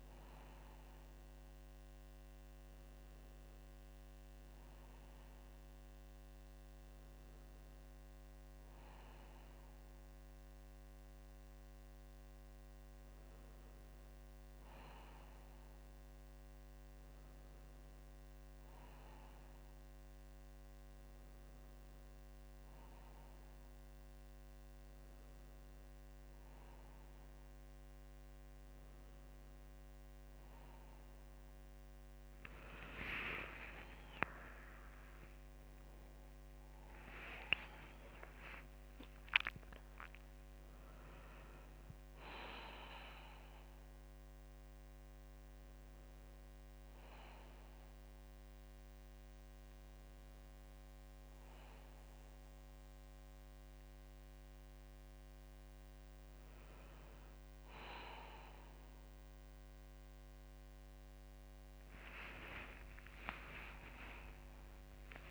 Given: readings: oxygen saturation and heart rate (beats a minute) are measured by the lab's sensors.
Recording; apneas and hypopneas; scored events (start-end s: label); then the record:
a person partly awake in a sleep study, by a microphone on the trachea; none
37.00-39.00 s: long interval between heartbeats (device-marked, heart rate 62 before, 78 extreme)
37.00-65.31 s: new sleep stage, awake
56.00-58.00 s: long interval between heartbeats (device-marked, heart rate 69 before, 67 extreme)
64.00-65.31 s: long interval between heartbeats (device-marked, heart rate 62 before, 68 extreme)
From the record:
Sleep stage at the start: N1 (lightest sleep); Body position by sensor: on the back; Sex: female